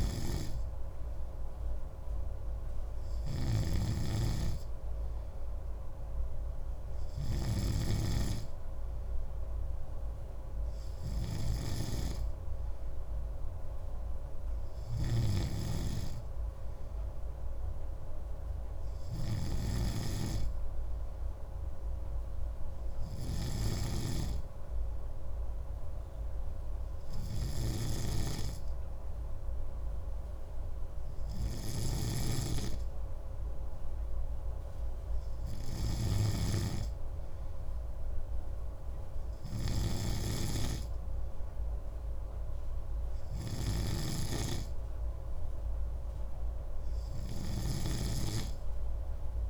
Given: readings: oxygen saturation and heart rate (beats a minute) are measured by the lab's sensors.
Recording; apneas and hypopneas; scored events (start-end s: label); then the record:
breathing in sleep by a room microphone; none
0.00-49.49 s: snoring (device-marked)
From the record:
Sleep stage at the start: N3 (deep sleep); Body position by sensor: on the right side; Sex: male